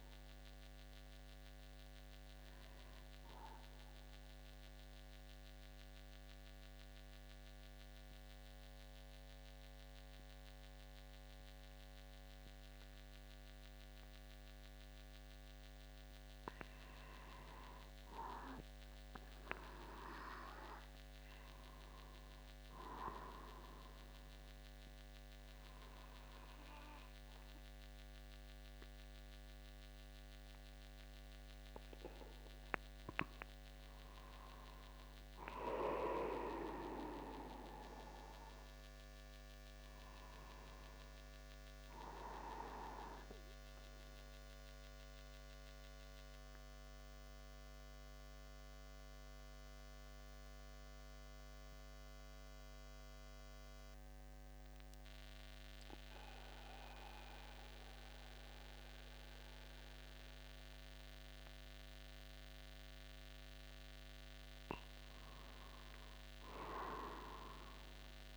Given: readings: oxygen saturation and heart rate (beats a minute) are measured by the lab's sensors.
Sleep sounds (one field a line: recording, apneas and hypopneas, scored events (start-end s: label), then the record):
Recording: breathing in sleep by a microphone on the trachea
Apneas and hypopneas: 2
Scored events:
5.00-16.50 s: mixed apnea (oxygen 98% before, 94% lowest, heart rate 50 before, 50 extreme, up 1 after)
18.00-22.00 s: arousal
44.00-63.00 s: mixed apnea (oxygen 97% before, 94% lowest, heart rate 51 before, 50 extreme, up 0 after)
67.00-68.37 s: arousal
From the record:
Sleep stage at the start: N2 (light sleep)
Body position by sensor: upright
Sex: male